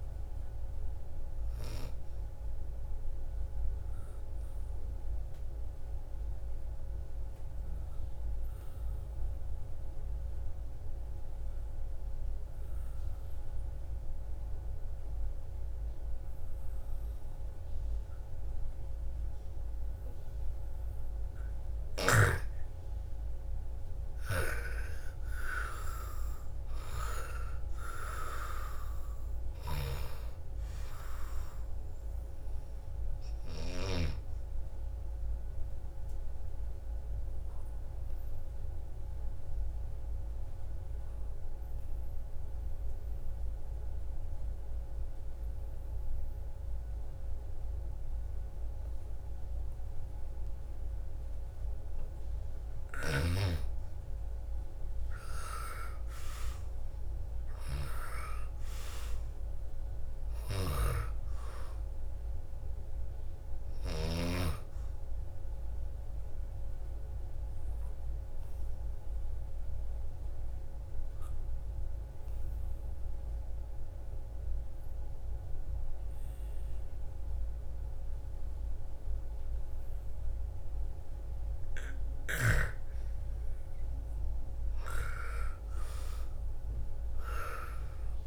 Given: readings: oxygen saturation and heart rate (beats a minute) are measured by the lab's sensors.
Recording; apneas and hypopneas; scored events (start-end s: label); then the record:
breathing in sleep by a room microphone; 3
0.00-15.50 s: oxygen desaturation (device-marked, oxygen 83% lowest, heart rate 55 extreme)
1.50-21.00 s: obstructive apnea (oxygen 99% before, 83% lowest, heart rate 61 before, 55 extreme, up 12 after)
21.50-45.50 s: oxygen desaturation (device-marked, oxygen 99% before, 86% lowest, heart rate 58 before, 57 extreme)
22.50-26.50 s: arousal
29.00-33.50 s: snoring (device-marked)
35.50-51.50 s: obstructive apnea (oxygen 99% before, 86% lowest, heart rate 62 before, 55 extreme, up 8 after)
52.50-63.50 s: snoring (device-marked)
53.50-57.00 s: arousal
54.50-76.50 s: oxygen desaturation (device-marked, oxygen 99% before, 86% lowest, heart rate 58 before, 53 extreme)
65.50-81.00 s: obstructive apnea (oxygen 99% before, 86% lowest, heart rate 62 before, 53 extreme, up 12 after)
83.00-86.50 s: arousal
From the record:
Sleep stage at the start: N2 (light sleep); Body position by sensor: on the back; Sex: female